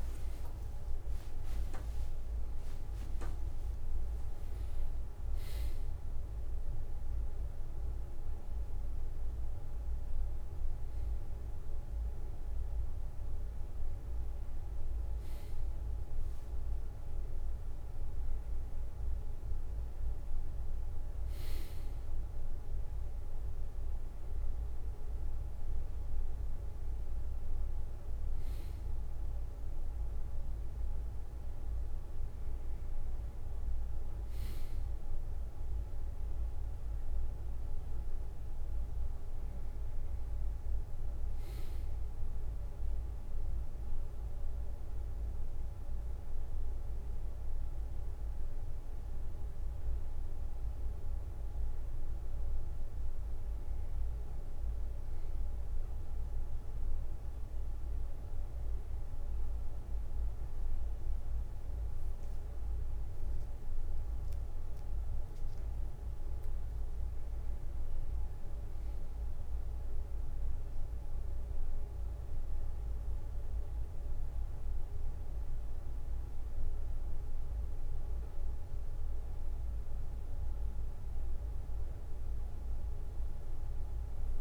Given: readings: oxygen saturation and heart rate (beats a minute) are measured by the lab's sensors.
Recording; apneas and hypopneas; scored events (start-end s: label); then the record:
a person awake in a sleep study, hard to hear, by a room microphone; none
0.00-1.50 s: long interval between heartbeats (device-marked, heart rate 85 extreme)
3.50-5.00 s: leg movement (device-marked)
22.00-24.00 s: bradycardia (device-marked, heart rate 62 before, 60 extreme)
From the record:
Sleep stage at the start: awake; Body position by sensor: on the back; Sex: male